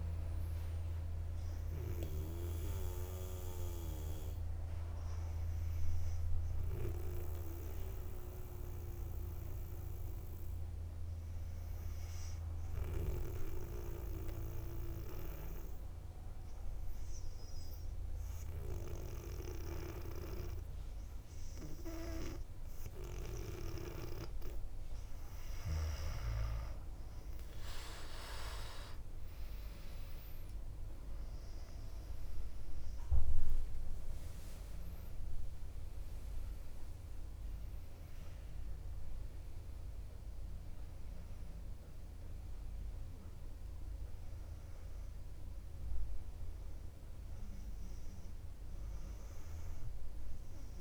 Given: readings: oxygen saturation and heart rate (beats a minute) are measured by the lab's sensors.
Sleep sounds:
breathing in sleep by a room microphone; 1
0.00-2.00 s: arousal
6.00-23.50 s: obstructive apnea (oxygen 99% before, 95% lowest, heart rate 61 before, 59 extreme, up 4 after)
29.50-34.50 s: arousal
From the record:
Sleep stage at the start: N2 (light sleep); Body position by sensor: on the back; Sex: female

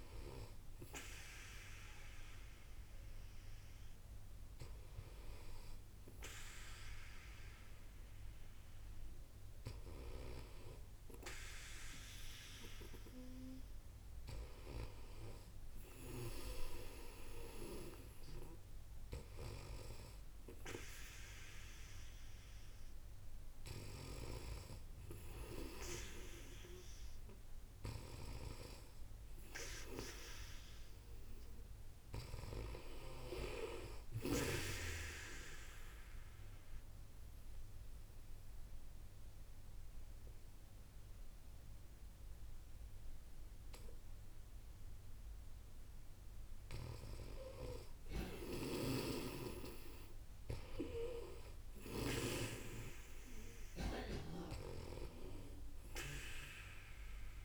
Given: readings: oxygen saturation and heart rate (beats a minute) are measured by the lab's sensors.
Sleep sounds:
breathing in sleep by a room microphone; 1
23.50-33.00 s: snoring (device-marked)
34.50-46.50 s: obstructive apnea (oxygen 96% before, 93% lowest, heart rate 63 before, 59 extreme, up 3 after)
48.00-52.00 s: snoring (device-marked)
50.00-53.00 s: arousal
From the record:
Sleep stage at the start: N2 (light sleep); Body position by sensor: on the back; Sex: female

